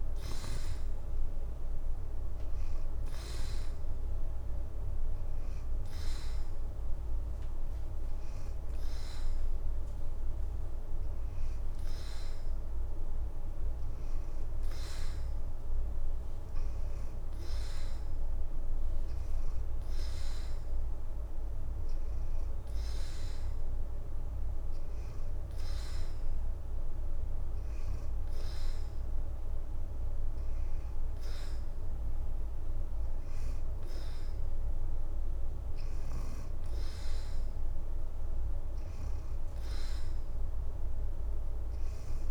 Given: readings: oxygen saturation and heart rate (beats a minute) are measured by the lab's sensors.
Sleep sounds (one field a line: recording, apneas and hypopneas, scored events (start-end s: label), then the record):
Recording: breathing in sleep, hard to hear, by a room microphone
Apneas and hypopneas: none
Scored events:
none scored
From the record:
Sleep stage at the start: N2 (light sleep)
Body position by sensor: on the back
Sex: female